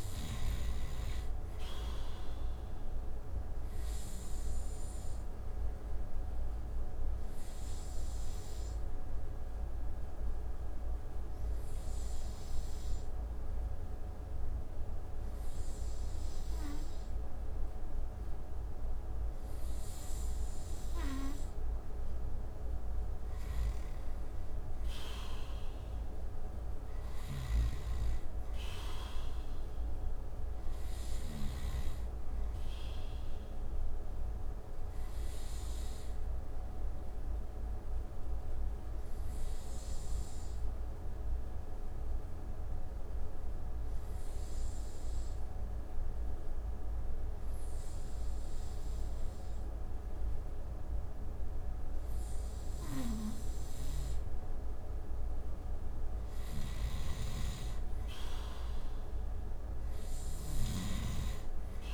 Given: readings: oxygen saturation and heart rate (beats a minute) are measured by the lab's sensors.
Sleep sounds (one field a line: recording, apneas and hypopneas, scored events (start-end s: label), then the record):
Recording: breathing in sleep, hard to hear, by a room microphone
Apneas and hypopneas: 2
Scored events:
0.00-18.00 s: oxygen desaturation (device-marked, oxygen 94% before, 89% lowest)
5.50-19.00 s: obstructive apnea (oxygen 94% before, 89% lowest)
20.00-23.50 s: arousal
26.50-31.00 s: snoring (device-marked)
35.50-53.50 s: obstructive apnea (oxygen 94% before, 89% lowest)
54.50-58.50 s: arousal
55.50-61.94 s: snoring (device-marked)
58.00-61.94 s: oxygen desaturation (device-marked, oxygen 95% before, 89% lowest)
From the record:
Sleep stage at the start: N2 (light sleep)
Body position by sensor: on the right side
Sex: male